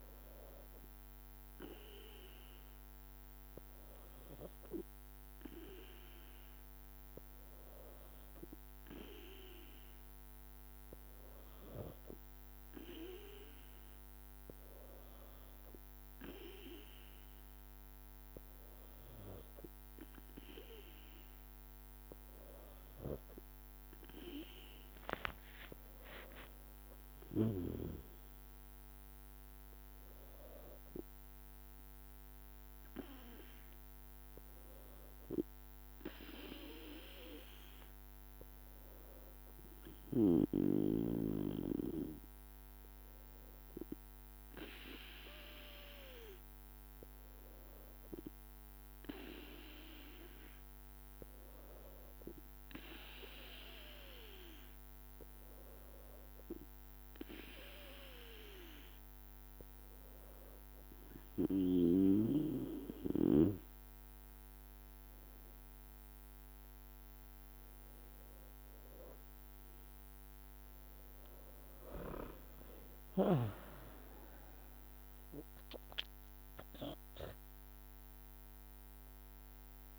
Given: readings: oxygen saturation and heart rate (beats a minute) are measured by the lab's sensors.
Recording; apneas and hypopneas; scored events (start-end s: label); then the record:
breathing in sleep by a microphone on the trachea; 1
25.50-29.00 s: arousal
26.50-28.50 s: long interval between heartbeats (device-marked, heart rate 57 before, 78 extreme)
27.00-49.00 s: drop in pulse transit time (device-marked, heart rate 58 before, 54 extreme)
45.50-60.50 s: hypopnea (oxygen 94% before, 86% lowest, heart rate 64 before, 55 extreme, up 4 after)
66.00-79.99 s: drop in pulse transit time (device-marked, heart rate 56 before, 55 extreme)
74.00-79.00 s: arousal
From the record:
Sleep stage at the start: N2 (light sleep); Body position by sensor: on the back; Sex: female